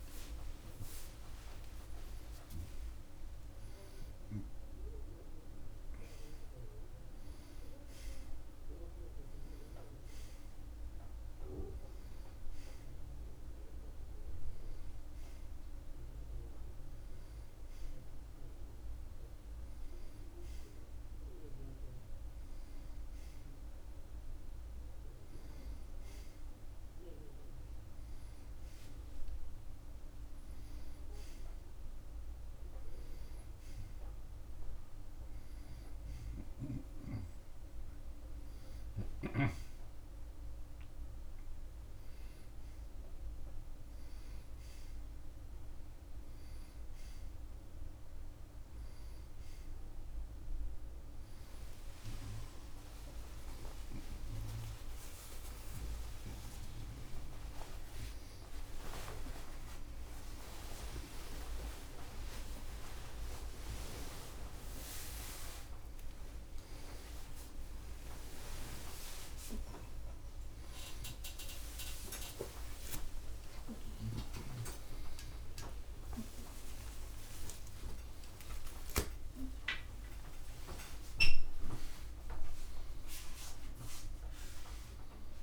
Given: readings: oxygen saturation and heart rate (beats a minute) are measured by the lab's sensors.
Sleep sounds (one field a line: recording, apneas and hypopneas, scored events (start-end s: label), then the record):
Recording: a person partly awake in a sleep study, by a room microphone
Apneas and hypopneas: none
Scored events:
48.50-85.43 s: new sleep stage, awake
From the record:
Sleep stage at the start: N1 (lightest sleep)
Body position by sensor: on the right side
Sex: male